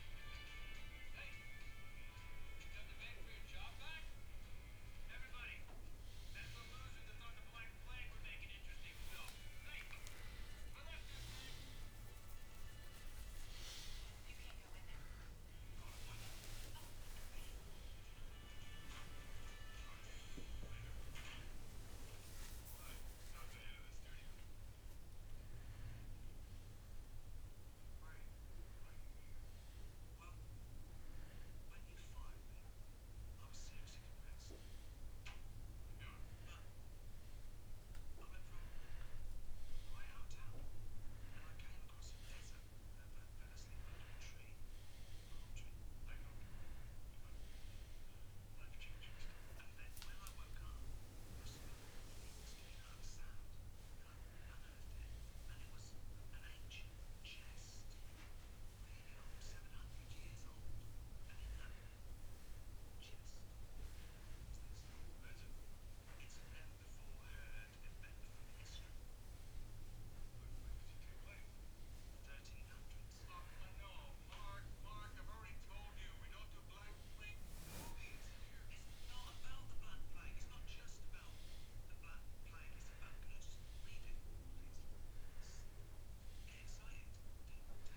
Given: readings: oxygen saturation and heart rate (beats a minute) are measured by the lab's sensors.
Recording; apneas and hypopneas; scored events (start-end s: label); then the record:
breathing in sleep by a room microphone; none
11.50-16.00 s: arousal
15.00-24.00 s: oxygen desaturation (device-marked, oxygen 97% before, 93% lowest, heart rate 94 before, 84 extreme)
55.00-85.00 s: new sleep stage, N1 (lightest sleep)
79.00-82.50 s: arousal
85.00-87.97 s: new sleep stage, N2 (light sleep)
From the record:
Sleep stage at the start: N2 (light sleep); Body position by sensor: on the back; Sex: male